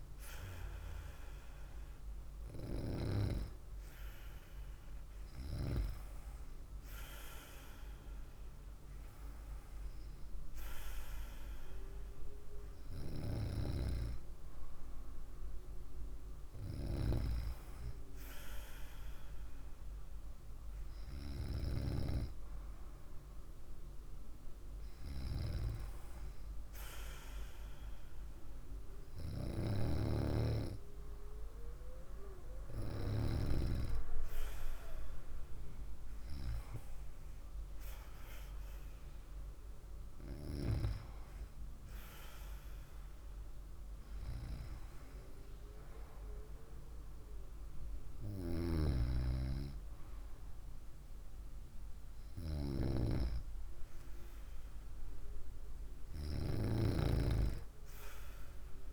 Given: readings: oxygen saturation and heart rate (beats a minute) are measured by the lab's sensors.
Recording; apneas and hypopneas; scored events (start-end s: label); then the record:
breathing in sleep by a room microphone; none
none scored
From the record:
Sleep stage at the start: N2 (light sleep); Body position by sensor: on the right side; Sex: female